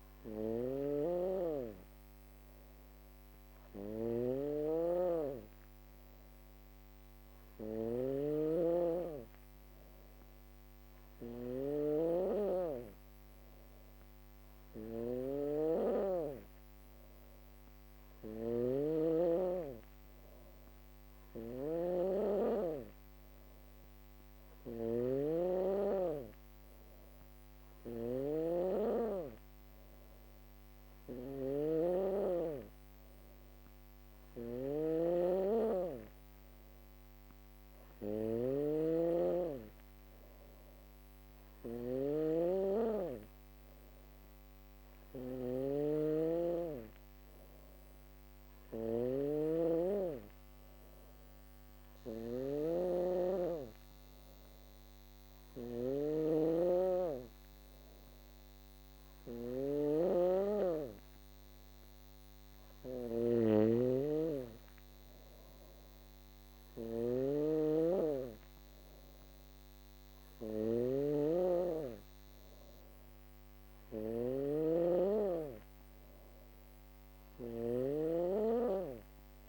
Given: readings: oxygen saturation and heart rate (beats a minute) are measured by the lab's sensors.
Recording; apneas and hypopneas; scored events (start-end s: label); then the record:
breathing in sleep by a microphone on the trachea; none
0.00-79.49 s: snoring (device-marked)
From the record:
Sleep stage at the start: N2 (light sleep); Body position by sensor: on the back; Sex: female